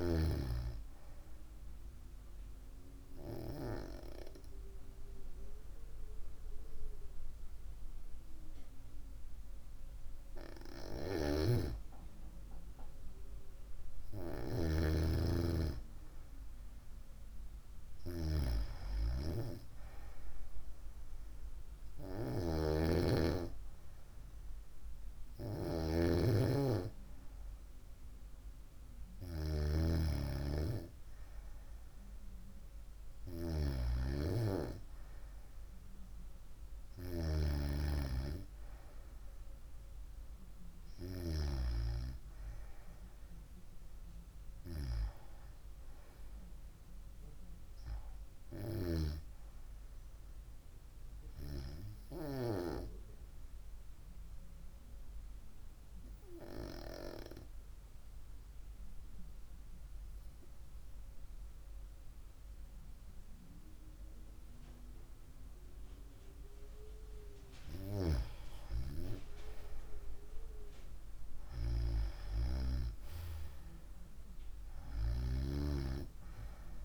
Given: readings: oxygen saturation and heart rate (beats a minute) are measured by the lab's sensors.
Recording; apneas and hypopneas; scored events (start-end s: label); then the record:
breathing in sleep by a room microphone; 2
2.00-12.00 s: hypopnea (oxygen 95% before, 94% lowest, heart rate 58 before, 53 extreme, up 4 after)
14.00-16.50 s: arousal
49.50-52.50 s: arousal
55.50-67.50 s: obstructive apnea (oxygen 96% before, 93% lowest, heart rate 59 before, 53 extreme, up 4 after)
69.00-73.00 s: arousal
From the record:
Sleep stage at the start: N2 (light sleep); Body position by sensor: on the right side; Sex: female